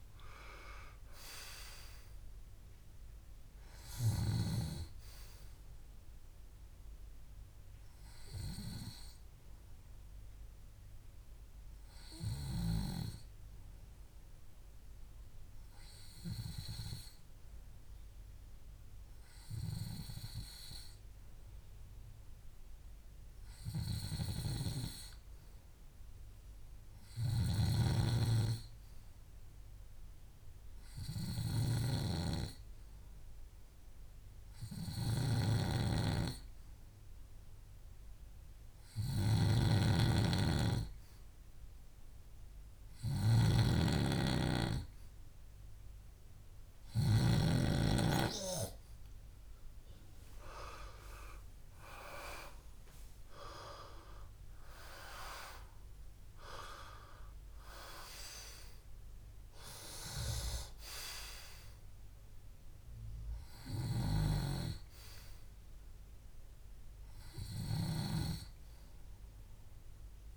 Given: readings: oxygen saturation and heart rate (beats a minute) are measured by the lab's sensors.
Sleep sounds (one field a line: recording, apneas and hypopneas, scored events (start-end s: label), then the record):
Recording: breathing in sleep by a room microphone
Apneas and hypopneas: 1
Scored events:
0.00-17.50 s: oxygen desaturation (device-marked, oxygen 91% lowest, heart rate 63 extreme)
8.50-38.50 s: hypopnea (oxygen 97% before, 92% lowest, heart rate 71 before, 63 extreme, up 3 after)
39.50-47.50 s: snoring (device-marked)
41.50-46.00 s: arousal
45.50-70.37 s: oxygen desaturation (device-marked, oxygen 97% before, 92% lowest, heart rate 65 before, 65 extreme)
From the record:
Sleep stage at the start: N2 (light sleep)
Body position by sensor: on the back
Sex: male